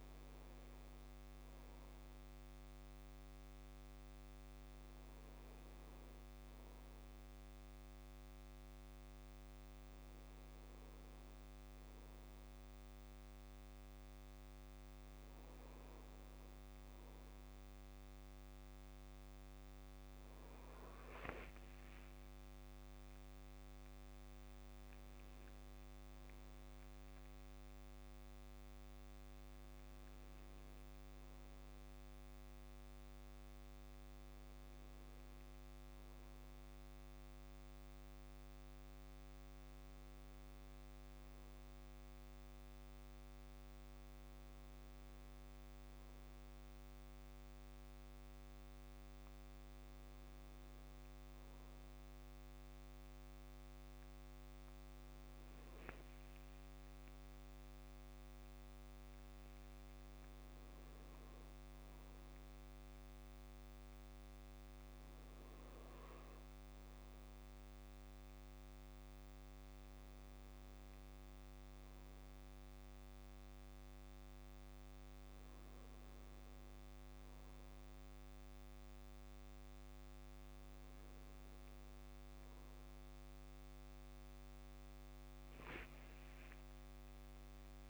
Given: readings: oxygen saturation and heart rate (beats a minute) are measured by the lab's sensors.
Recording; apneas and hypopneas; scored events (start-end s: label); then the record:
breathing in sleep, hard to hear, by a microphone on the trachea; none
22.00-24.00 s: long interval between heartbeats (device-marked, heart rate 64 before, 78 extreme)
86.50-87.90 s: long interval between heartbeats (device-marked, heart rate 63 before, 78 extreme)
From the record:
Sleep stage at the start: N2 (light sleep); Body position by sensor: on the back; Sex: male